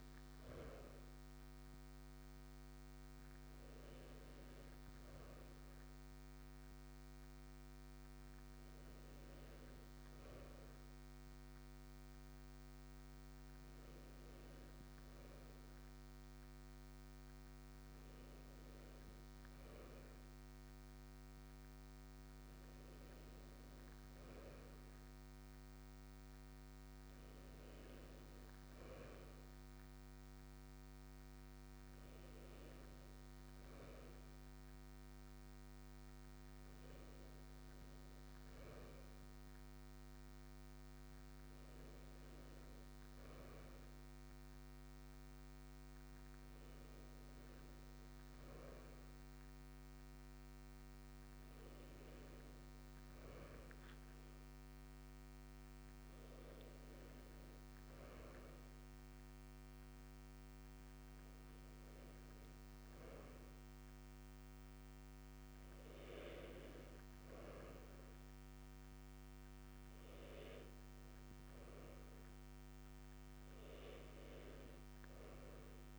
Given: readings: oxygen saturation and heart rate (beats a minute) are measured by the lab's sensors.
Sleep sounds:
breathing in sleep, hard to hear, by a microphone on the trachea; none
none scored
From the record:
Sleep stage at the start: N2 (light sleep); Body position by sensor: on the right side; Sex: male

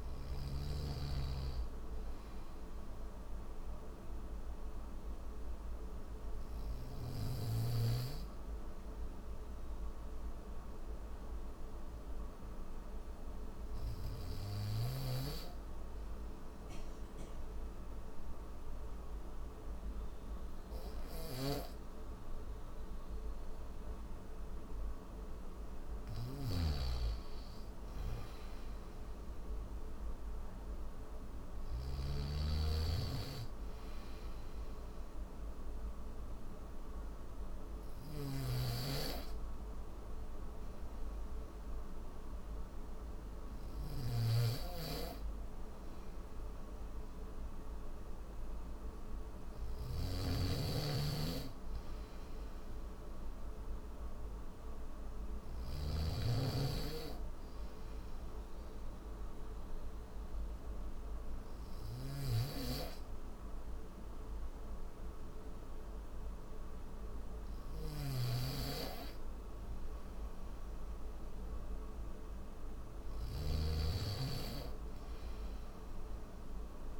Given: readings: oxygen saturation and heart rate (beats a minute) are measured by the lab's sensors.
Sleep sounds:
breathing in sleep by a room microphone; 1
1.50-24.50 s: obstructive apnea (oxygen 97% before, 91% lowest, heart rate 76 before, 74 extreme, up 1 after)
20.50-31.50 s: snoring (device-marked)
24.00-45.00 s: oxygen desaturation (device-marked, oxygen 96% before, 91% lowest, heart rate 75 before, 74 extreme)
37.50-55.50 s: snoring (device-marked)
61.50-77.00 s: snoring (device-marked)
From the record:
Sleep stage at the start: N1 (lightest sleep); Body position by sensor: on the back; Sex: male

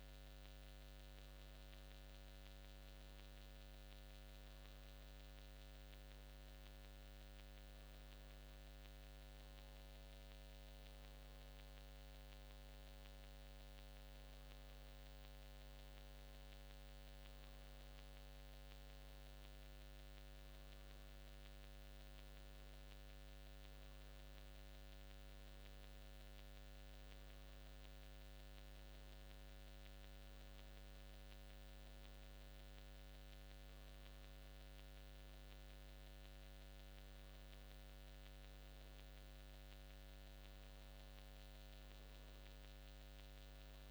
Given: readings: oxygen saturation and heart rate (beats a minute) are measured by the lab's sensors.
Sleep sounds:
breathing in sleep, hard to hear, by a microphone on the trachea; none
none scored
From the record:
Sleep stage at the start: N2 (light sleep); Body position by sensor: on the back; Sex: male

